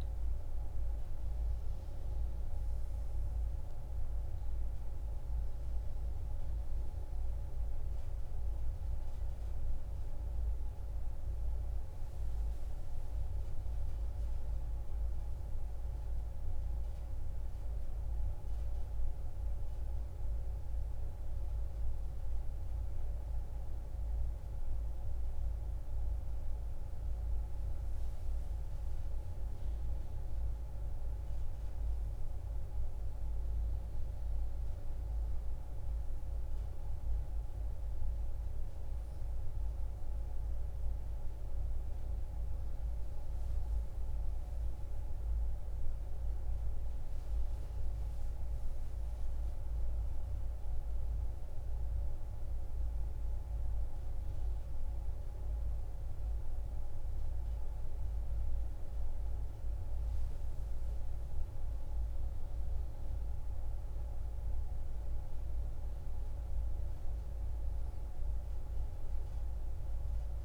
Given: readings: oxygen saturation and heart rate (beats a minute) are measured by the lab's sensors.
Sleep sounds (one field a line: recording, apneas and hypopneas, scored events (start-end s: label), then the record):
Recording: breathing in sleep, hard to hear, by a room microphone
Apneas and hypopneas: none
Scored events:
28.00-70.45 s: new sleep stage, N2 (light sleep)
From the record:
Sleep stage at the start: N1 (lightest sleep)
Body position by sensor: on the back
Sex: female